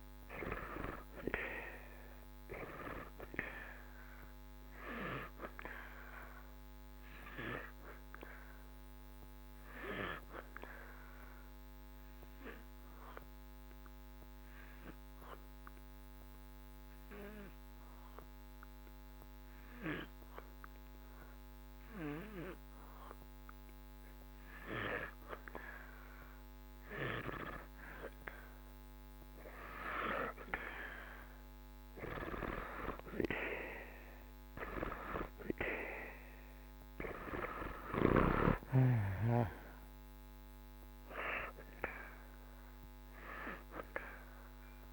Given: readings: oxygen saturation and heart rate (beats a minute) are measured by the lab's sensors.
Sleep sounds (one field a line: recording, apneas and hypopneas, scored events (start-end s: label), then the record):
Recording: breathing in sleep by a microphone on the trachea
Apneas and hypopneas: 1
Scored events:
0.00-25.50 s: oxygen desaturation (device-marked, oxygen 79% lowest)
8.50-23.50 s: obstructive apnea (oxygen 95% before, 79% lowest)
28.00-33.00 s: arousal
34.50-44.93 s: oxygen desaturation (device-marked, oxygen 94% before, 82% lowest)
From the record:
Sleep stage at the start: N2 (light sleep)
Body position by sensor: on the back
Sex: male